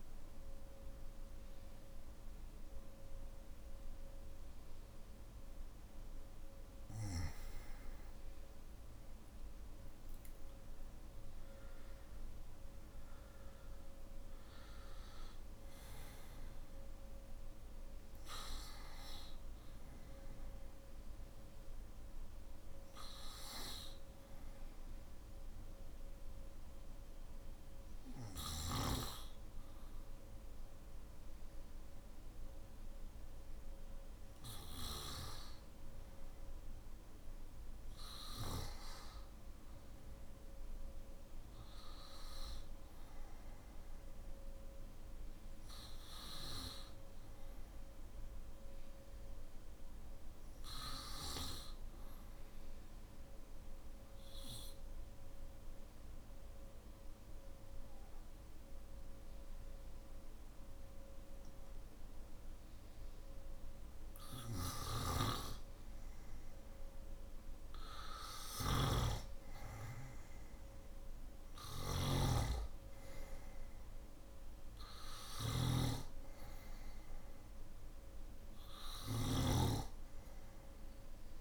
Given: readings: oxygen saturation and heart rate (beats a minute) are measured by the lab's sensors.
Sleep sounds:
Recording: breathing in sleep by a room microphone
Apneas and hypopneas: 2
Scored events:
17.00-32.00 s: oxygen desaturation (device-marked, oxygen 97% before, 93% lowest, heart rate 62 before, 49 extreme)
24.00-36.50 s: obstructive apnea (oxygen 97% before, 92% lowest, heart rate 57 before, 50 extreme, up 7 after)
53.50-67.00 s: obstructive apnea (oxygen 97% before, 92% lowest, heart rate 53 before, 52 extreme, up 5 after)
68.00-81.41 s: snoring (device-marked)
72.00-81.41 s: oxygen desaturation (device-marked, oxygen 97% before, 92% lowest, heart rate 55 before, 51 extreme)
From the record:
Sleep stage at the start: N3 (deep sleep)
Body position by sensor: on the back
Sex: male

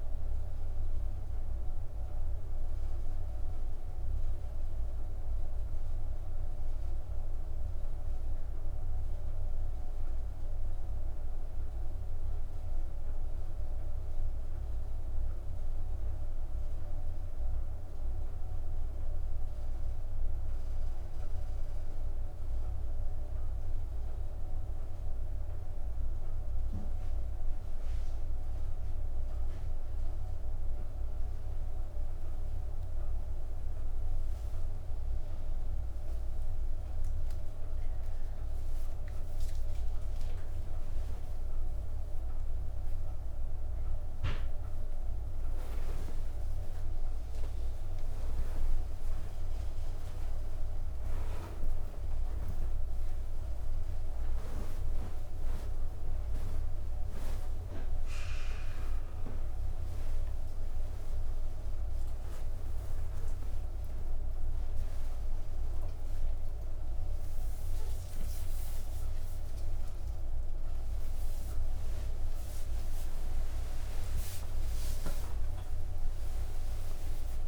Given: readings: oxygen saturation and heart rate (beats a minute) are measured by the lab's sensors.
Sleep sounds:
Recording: a person awake in a sleep study, hard to hear, by a room microphone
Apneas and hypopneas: 1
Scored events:
18.00-29.50 s: obstructive apnea (oxygen 98% before, 96% lowest, heart rate 113 before, 30 extreme, up 0 after)
38.50-77.48 s: new sleep stage, awake
From the record:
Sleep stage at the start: N2 (light sleep)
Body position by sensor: upright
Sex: female

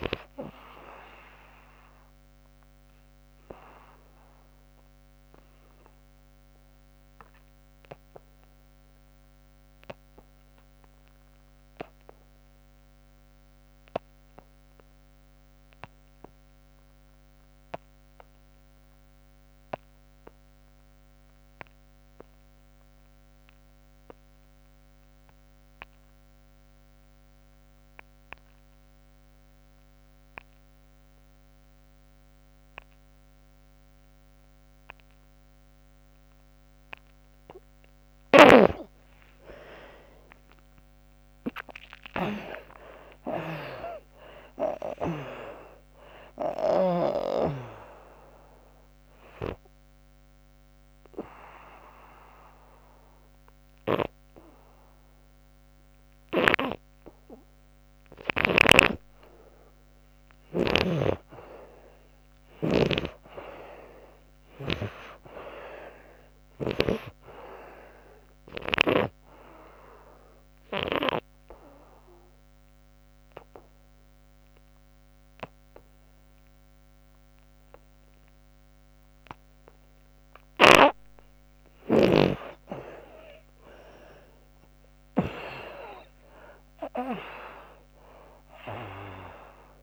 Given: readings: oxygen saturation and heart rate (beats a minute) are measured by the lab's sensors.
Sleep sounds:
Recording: breathing in sleep by a microphone on the trachea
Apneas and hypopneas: 3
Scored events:
0.00-16.00 s: oxygen desaturation (device-marked, oxygen 72% lowest, heart rate 71 extreme)
1.50-36.00 s: obstructive apnea (oxygen 94% before, 58% lowest, heart rate 98 before, 71 extreme, up 51 after)
22.00-63.00 s: oxygen desaturation (device-marked, oxygen 93% before, 58% lowest, heart rate 86 before, 68 extreme)
39.50-43.00 s: arousal
49.50-59.50 s: obstructive apnea (oxygen 93% before, 58% lowest, heart rate 98 before, 68 extreme, up 14 after)
58.00-68.50 s: snoring (device-marked)
61.50-64.50 s: arousal
67.50-80.00 s: obstructive apnea (oxygen 96% before, 69% lowest, heart rate 92 before, 68 extreme, up 48 after)
81.00-85.00 s: snoring (device-marked)
83.00-88.00 s: arousal
87.00-89.82 s: oxygen desaturation (device-marked, oxygen 89% before, 69% lowest, heart rate 82 before, 64 extreme)
From the record:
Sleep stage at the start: N2 (light sleep)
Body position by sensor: on the back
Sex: female

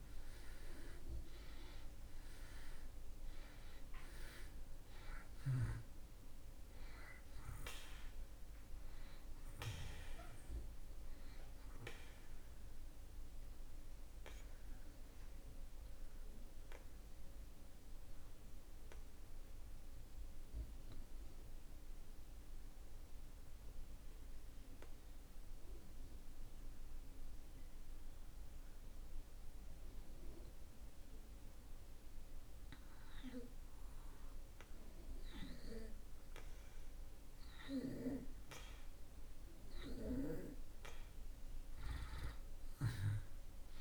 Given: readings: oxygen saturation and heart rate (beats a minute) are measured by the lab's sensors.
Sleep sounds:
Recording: breathing in sleep by a room microphone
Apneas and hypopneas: 1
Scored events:
0.00-27.50 s: oxygen desaturation (device-marked, oxygen 74% lowest)
11.50-39.50 s: obstructive apnea (oxygen 97% before, 74% lowest)
40.50-43.81 s: oxygen desaturation (device-marked, oxygen 96% before, 80% lowest)
42.00-43.81 s: arousal
From the record:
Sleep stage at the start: N2 (light sleep)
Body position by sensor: on the back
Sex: male

